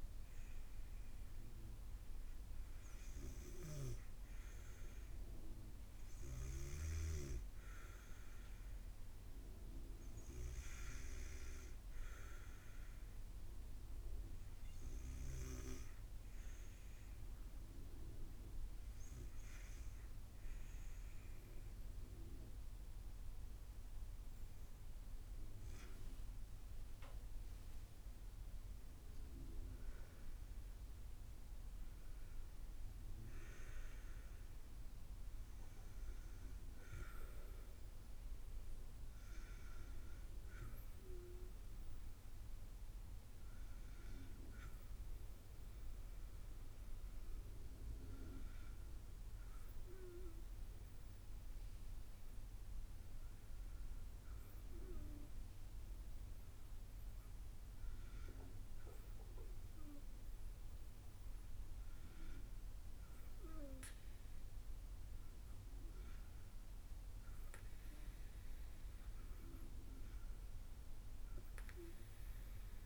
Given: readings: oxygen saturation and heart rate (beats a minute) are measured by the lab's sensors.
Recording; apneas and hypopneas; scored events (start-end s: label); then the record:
breathing in sleep by a room microphone; 1
13.00-25.50 s: hypopnea (oxygen 93% before, 93% lowest, heart rate 66 before, 60 extreme, up 5 after)
26.00-30.00 s: arousal
From the record:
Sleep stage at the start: N2 (light sleep); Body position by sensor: on the back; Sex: female